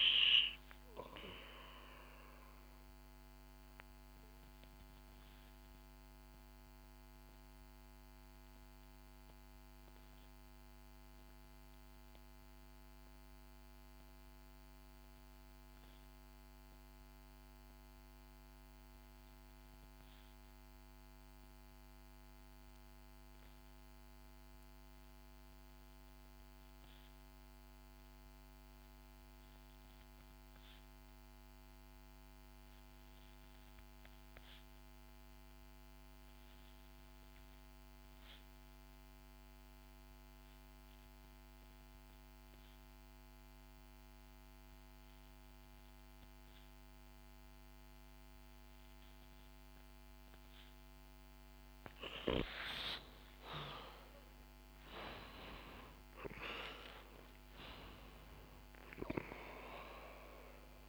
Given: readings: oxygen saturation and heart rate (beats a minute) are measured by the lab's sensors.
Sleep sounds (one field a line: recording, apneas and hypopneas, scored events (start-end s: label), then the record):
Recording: breathing in sleep by a microphone on the trachea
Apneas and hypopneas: 1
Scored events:
0.00-24.00 s: oxygen desaturation (device-marked, oxygen 82% lowest, heart rate 62 extreme)
1.50-51.50 s: obstructive apnea (oxygen 96% before, 78% lowest, heart rate 68 before, 63 extreme, up 18 after)
37.00-60.89 s: oxygen desaturation (device-marked, oxygen 97% before, 78% lowest, heart rate 65 before, 61 extreme)
53.50-58.50 s: arousal
From the record:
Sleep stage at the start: N2 (light sleep)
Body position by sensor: on the back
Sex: female